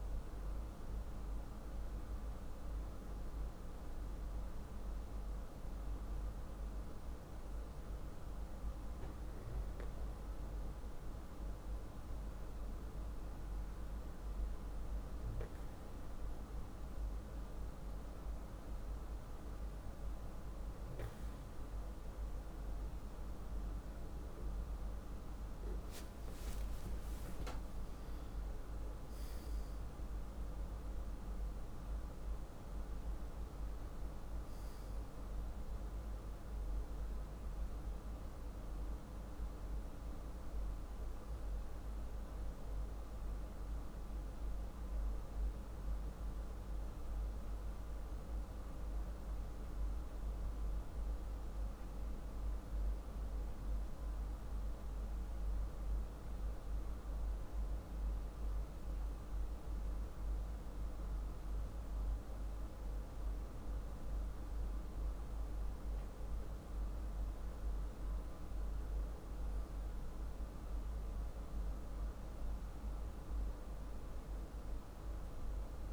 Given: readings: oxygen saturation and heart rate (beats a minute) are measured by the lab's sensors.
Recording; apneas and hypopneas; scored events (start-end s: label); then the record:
breathing in sleep, hard to hear, by a room microphone; none
26.00-30.00 s: arousal
From the record:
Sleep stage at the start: N2 (light sleep); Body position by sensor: on the back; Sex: male